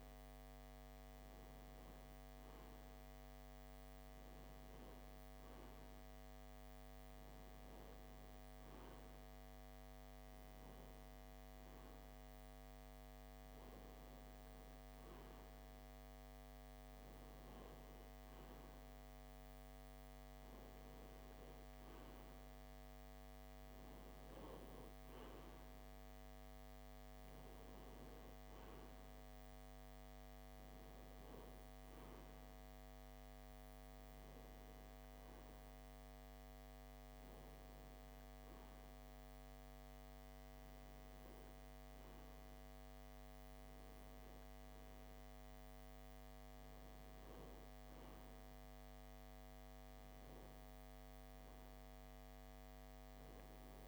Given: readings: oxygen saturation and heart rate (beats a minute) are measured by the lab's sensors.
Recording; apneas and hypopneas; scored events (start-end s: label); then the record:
breathing in sleep, hard to hear, by a microphone on the trachea; none
none scored
From the record:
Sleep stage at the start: N3 (deep sleep); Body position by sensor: on the left side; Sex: male